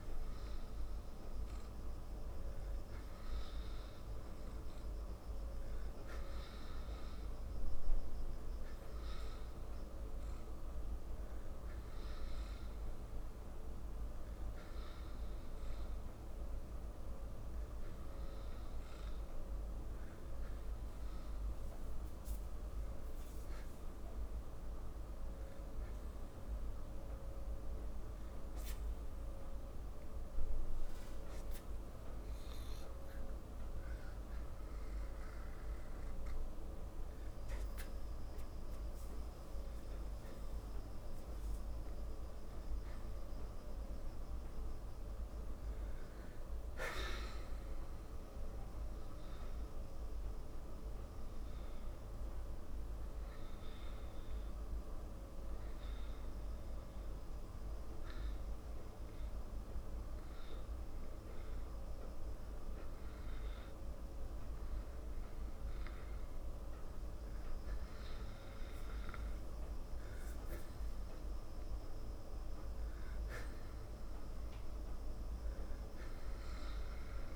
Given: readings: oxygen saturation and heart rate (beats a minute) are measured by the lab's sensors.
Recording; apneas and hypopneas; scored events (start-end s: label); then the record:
breathing in sleep, hard to hear, by a room microphone; 1
43.50-47.00 s: arousal
48.50-61.00 s: hypopnea (oxygen 94% before, 90% lowest, heart rate 55 before, 54 extreme, up 0 after)
62.50-66.00 s: arousal
74.00-77.36 s: oxygen desaturation (device-marked, oxygen 95% before, 90% lowest, heart rate 55 before, 54 extreme)
From the record:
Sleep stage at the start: N2 (light sleep); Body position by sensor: on the back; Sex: male